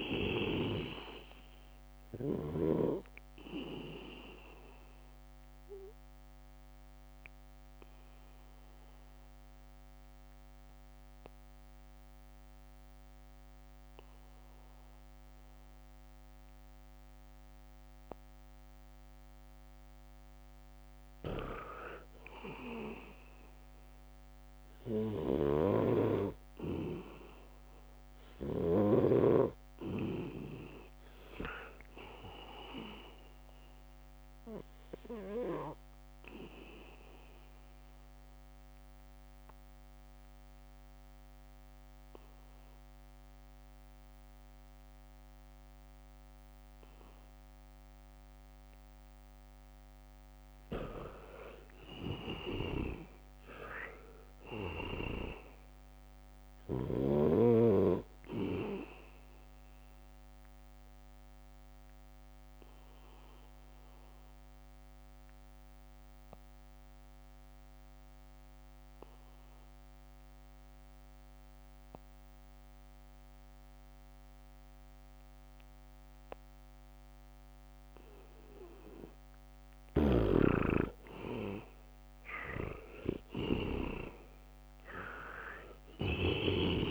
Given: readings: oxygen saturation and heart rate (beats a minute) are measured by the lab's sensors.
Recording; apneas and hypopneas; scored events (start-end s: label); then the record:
breathing in sleep by a microphone on the trachea; 3
0.00-18.50 s: oxygen desaturation (device-marked, oxygen 81% lowest, heart rate 70 extreme)
5.50-20.50 s: mixed apnea (oxygen 99% before, 81% lowest, heart rate 70 before, 72 extreme, up 4 after)
22.50-26.50 s: arousal
25.50-27.50 s: leg movement (device-marked)
25.50-29.50 s: snoring (device-marked)
28.50-44.50 s: oxygen desaturation (device-marked, oxygen 99% before, 88% lowest, heart rate 75 before, 71 extreme)
36.00-50.00 s: obstructive apnea (oxygen 99% before, 83% lowest, heart rate 75 before, 71 extreme, up 4 after)
52.50-56.00 s: arousal
55.50-72.50 s: oxygen desaturation (device-marked, oxygen 96% before, 85% lowest, heart rate 74 before, 70 extreme)
63.00-79.50 s: obstructive apnea (oxygen 96% before, 82% lowest, heart rate 73 before, 70 extreme, up 3 after)
80.00-86.91 s: snoring (device-marked)
80.50-86.91 s: leg movement (device-marked)
81.50-85.50 s: arousal
82.50-86.91 s: oxygen desaturation (device-marked, oxygen 98% before, 83% lowest, heart rate 73 before, 65 extreme)
From the record:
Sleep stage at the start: N2 (light sleep); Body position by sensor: on the back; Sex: male